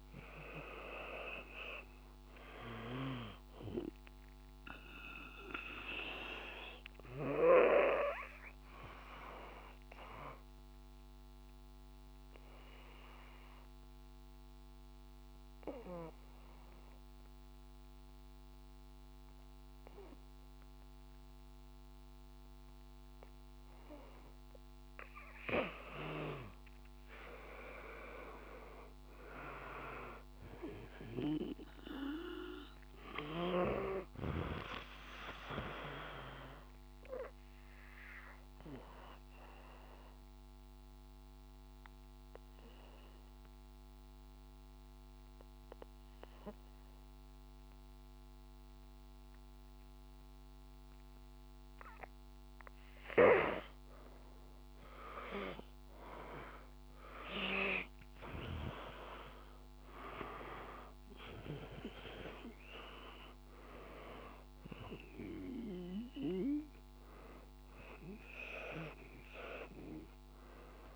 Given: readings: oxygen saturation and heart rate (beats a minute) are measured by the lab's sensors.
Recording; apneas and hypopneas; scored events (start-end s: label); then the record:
breathing in sleep by a microphone on the trachea; 2
0.00-20.00 s: oxygen desaturation (device-marked, oxygen 90% lowest, heart rate 54 extreme)
5.00-25.00 s: obstructive apnea (oxygen 98% before, 90% lowest, heart rate 58 before, 53 extreme, up 5 after)
27.50-32.50 s: arousal
37.00-53.00 s: obstructive apnea (oxygen 98% before, 92% lowest, heart rate 58 before, 53 extreme, up 6 after)
57.50-62.00 s: arousal
64.00-70.96 s: oxygen desaturation (device-marked, oxygen 97% before, 92% lowest, heart rate 56 before, 55 extreme)
From the record:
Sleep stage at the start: N2 (light sleep); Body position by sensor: on the back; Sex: male